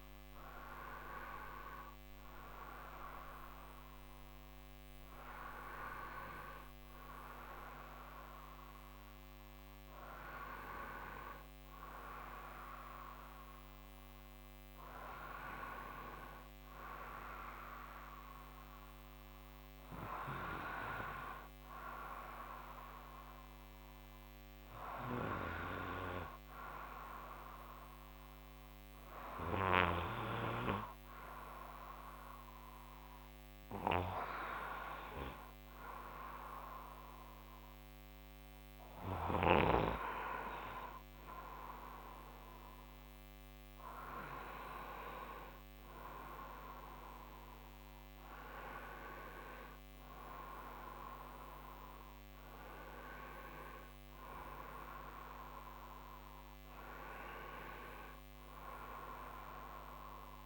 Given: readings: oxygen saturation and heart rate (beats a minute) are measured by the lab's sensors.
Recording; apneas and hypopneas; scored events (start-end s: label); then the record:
breathing in sleep by a microphone on the trachea; none
none scored
From the record:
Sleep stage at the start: N1 (lightest sleep); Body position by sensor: on the right side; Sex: male